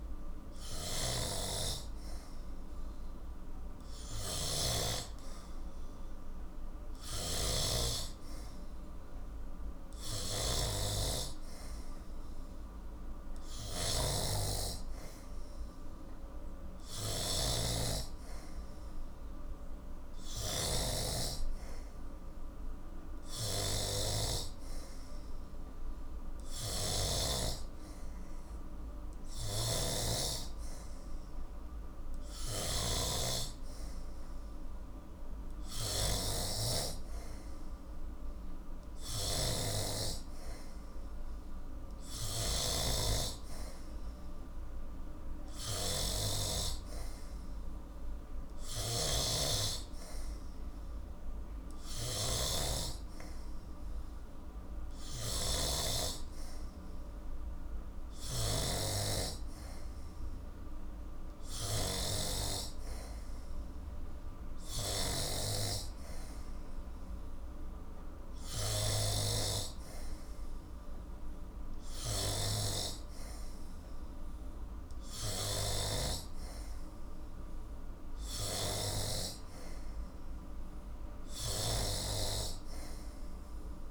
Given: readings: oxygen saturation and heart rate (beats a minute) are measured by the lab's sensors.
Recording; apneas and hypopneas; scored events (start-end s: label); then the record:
breathing in sleep by a room microphone; none
0.00-20.50 s: snoring (device-marked)
29.00-65.00 s: snoring (device-marked)
75.50-83.91 s: snoring (device-marked)
From the record:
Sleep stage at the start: N2 (light sleep); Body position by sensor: on the back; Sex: male